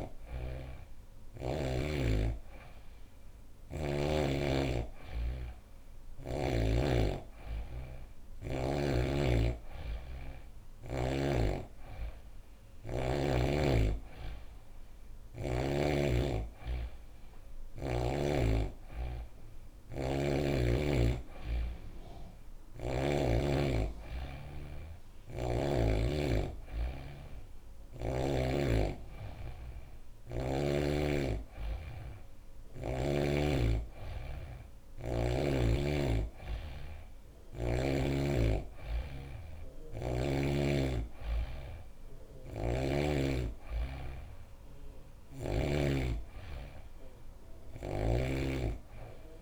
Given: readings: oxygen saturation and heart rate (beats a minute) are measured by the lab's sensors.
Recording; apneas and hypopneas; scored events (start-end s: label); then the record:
breathing in sleep by a room microphone; none
0.00-3.50 s: snoring (device-marked)
43.00-49.42 s: snoring (device-marked)
From the record:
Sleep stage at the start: N3 (deep sleep); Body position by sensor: on the back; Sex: female